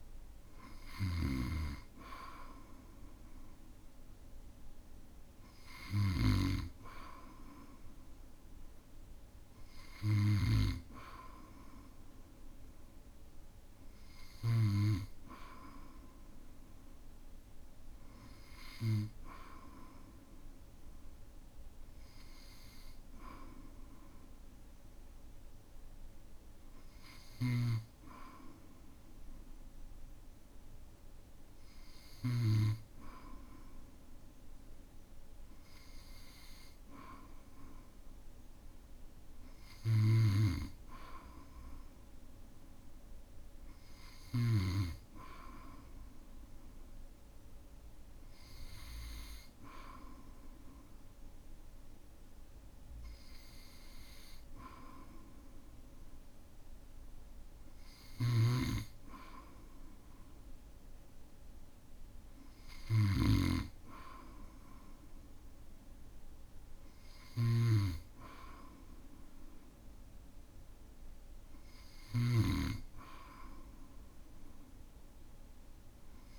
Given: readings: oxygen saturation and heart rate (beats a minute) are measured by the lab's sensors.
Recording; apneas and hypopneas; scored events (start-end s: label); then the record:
breathing in sleep by a room microphone; none
0.00-10.50 s: snoring (device-marked)
27.00-32.50 s: snoring (device-marked)
40.00-44.50 s: snoring (device-marked)
58.00-76.38 s: snoring (device-marked)
65.50-67.50 s: long interval between heartbeats (device-marked, heart rate 58 before, 58 extreme)
From the record:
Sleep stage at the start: N2 (light sleep); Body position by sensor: on the back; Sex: male